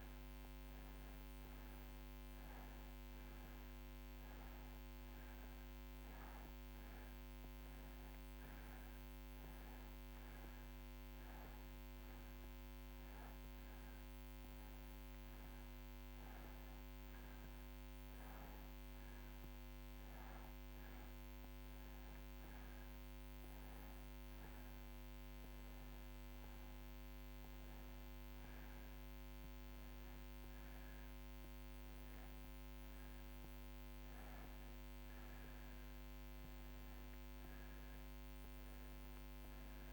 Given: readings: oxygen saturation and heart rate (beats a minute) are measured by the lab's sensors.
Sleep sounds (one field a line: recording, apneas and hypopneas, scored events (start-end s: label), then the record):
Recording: breathing in sleep, hard to hear, by a microphone on the trachea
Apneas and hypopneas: none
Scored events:
none scored
From the record:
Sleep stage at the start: N2 (light sleep)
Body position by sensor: on the right side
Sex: male